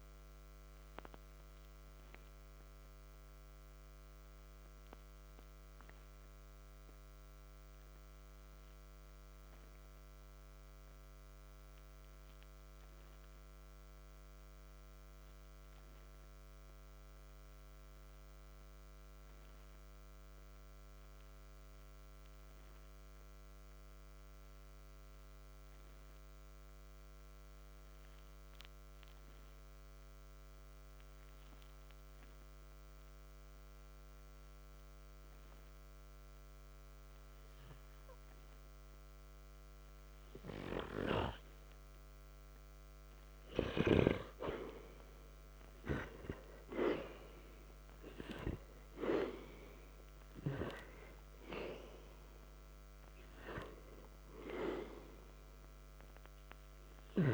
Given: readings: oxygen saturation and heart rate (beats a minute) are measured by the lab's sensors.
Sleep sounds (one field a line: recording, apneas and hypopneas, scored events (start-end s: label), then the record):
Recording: breathing in sleep by a microphone on the trachea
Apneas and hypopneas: 1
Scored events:
0.50-42.50 s: hypopnea (oxygen 98% before, 81% lowest, heart rate 57 before, 50 extreme, up 7 after)
12.00-34.00 s: oxygen desaturation (device-marked, oxygen 98% before, 83% lowest, heart rate 60 before, 50 extreme)
45.50-49.50 s: arousal
From the record:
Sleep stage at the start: N2 (light sleep)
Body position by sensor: on the back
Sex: male